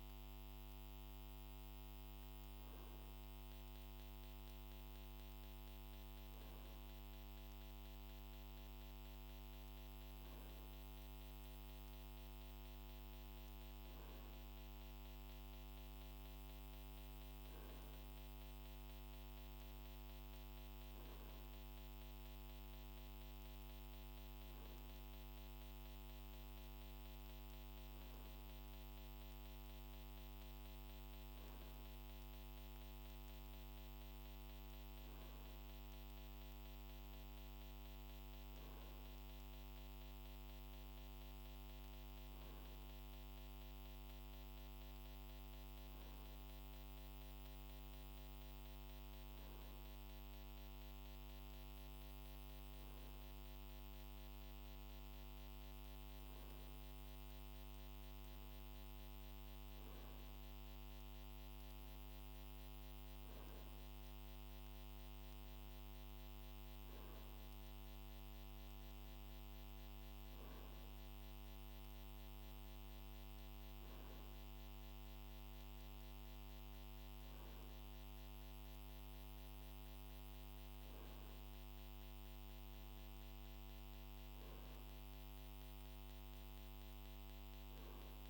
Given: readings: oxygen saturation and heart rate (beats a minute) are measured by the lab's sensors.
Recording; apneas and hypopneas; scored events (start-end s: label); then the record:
breathing in sleep, hard to hear, by a microphone on the trachea; none
none scored
From the record:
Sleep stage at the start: N2 (light sleep); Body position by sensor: on the right side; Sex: male